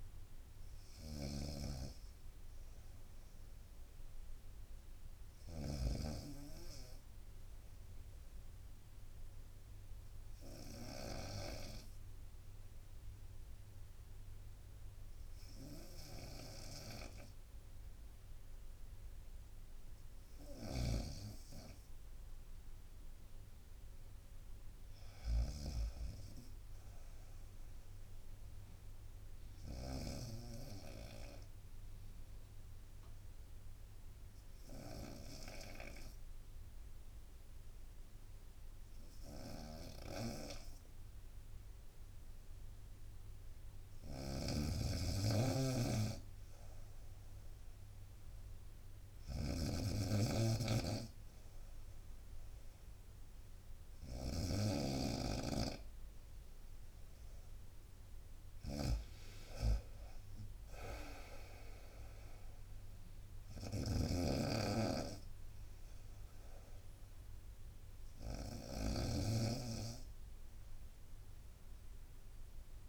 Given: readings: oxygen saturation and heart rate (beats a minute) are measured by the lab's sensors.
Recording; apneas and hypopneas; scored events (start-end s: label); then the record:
breathing in sleep by a room microphone; 2
0.00-6.00 s: snoring (device-marked)
7.00-19.50 s: obstructive apnea (oxygen 92% before, 79% lowest, heart rate 67 before, 65 extreme, up 1 after)
15.00-25.00 s: oxygen desaturation (device-marked, oxygen 91% before, 86% lowest, heart rate 67 before, 65 extreme)
20.50-25.50 s: snoring (device-marked)
24.50-28.50 s: arousal
30.50-42.50 s: obstructive apnea (oxygen 91% before, 79% lowest, heart rate 68 before, 70 extreme, up 3 after)
37.00-51.00 s: oxygen desaturation (device-marked, oxygen 90% before, 82% lowest, heart rate 68 before, 69 extreme)
44.00-54.50 s: snoring (device-marked)
51.00-55.00 s: arousal
53.00-68.00 s: oxygen desaturation (device-marked, oxygen 88% before, 79% lowest, heart rate 71 before, 65 extreme)
53.00-72.00 s: drop in pulse transit time (device-marked, heart rate 71 before, 70 extreme)
63.50-72.89 s: snoring (device-marked)
From the record:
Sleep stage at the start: N2 (light sleep); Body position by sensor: on the right side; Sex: female